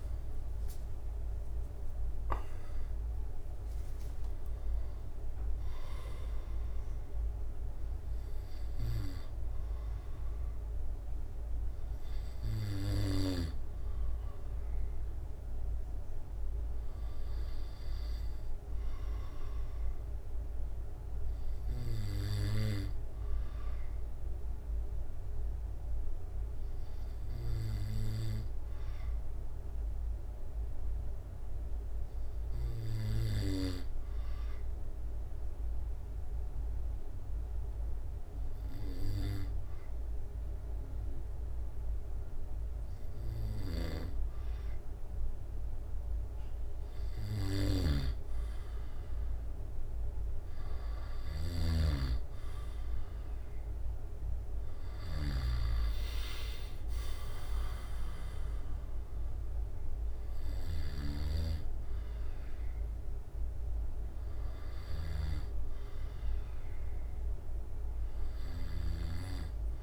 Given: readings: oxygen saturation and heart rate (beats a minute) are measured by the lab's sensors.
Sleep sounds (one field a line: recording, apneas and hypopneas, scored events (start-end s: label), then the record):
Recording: breathing in sleep by a room microphone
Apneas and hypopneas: 1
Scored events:
1.00-4.50 s: arousal
1.50-14.50 s: drop in pulse transit time (device-marked, heart rate 68 before, 74 extreme)
16.50-45.50 s: obstructive apnea (oxygen 95% before, 93% lowest, heart rate 76 before, 64 extreme, up 5 after)
48.00-52.00 s: snoring (device-marked)
49.50-67.50 s: drop in pulse transit time (device-marked, heart rate 69 before, 66 extreme)
51.00-55.00 s: arousal
61.50-69.50 s: snoring (device-marked)
From the record:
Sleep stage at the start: N2 (light sleep)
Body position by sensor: on the back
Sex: male